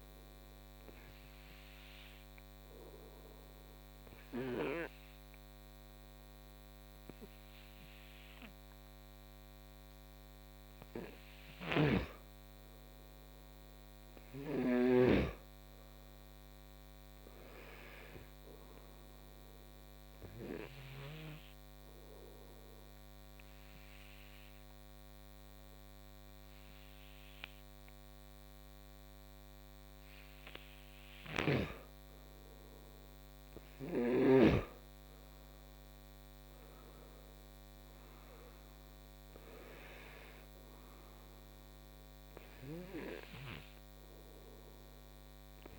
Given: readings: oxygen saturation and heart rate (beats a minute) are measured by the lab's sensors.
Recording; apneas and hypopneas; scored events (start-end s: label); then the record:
breathing in sleep by a microphone on the trachea; 2
0.00-13.50 s: oxygen desaturation (device-marked, oxygen 90% lowest, heart rate 62 extreme)
2.50-12.50 s: obstructive apnea (oxygen 95% before, 90% lowest, heart rate 65 before, 62 extreme, up 8 after)
11.50-15.00 s: snoring (device-marked)
14.50-18.00 s: arousal
22.00-33.00 s: obstructive apnea (oxygen 94% before, 90% lowest, heart rate 66 before, 62 extreme, up 11 after)
35.50-39.50 s: arousal
From the record:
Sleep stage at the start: N2 (light sleep); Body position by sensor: on the right side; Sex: male